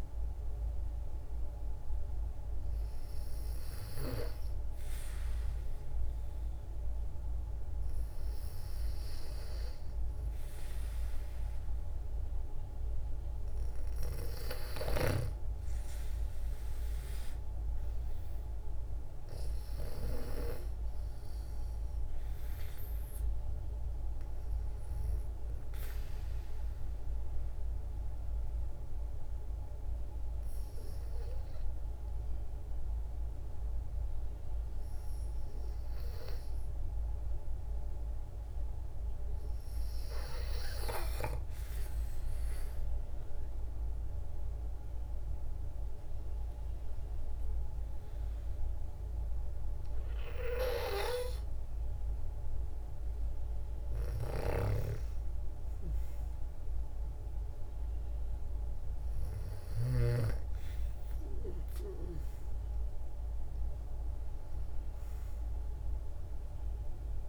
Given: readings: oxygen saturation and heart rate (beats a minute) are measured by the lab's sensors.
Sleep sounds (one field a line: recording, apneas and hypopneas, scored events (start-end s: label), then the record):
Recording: breathing in sleep by a room microphone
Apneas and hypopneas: 1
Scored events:
16.50-21.00 s: arousal
25.00-36.00 s: obstructive apnea (oxygen 95% before, 92% lowest, heart rate 60 before, 56 extreme, up 4 after)
36.50-40.00 s: arousal
46.00-60.00 s: oxygen desaturation (device-marked, oxygen 95% before, 92% lowest, heart rate 58 before, 56 extreme)
54.00-59.50 s: snoring (device-marked)
54.50-58.50 s: arousal
From the record:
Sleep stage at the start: N2 (light sleep)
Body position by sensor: on the back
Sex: female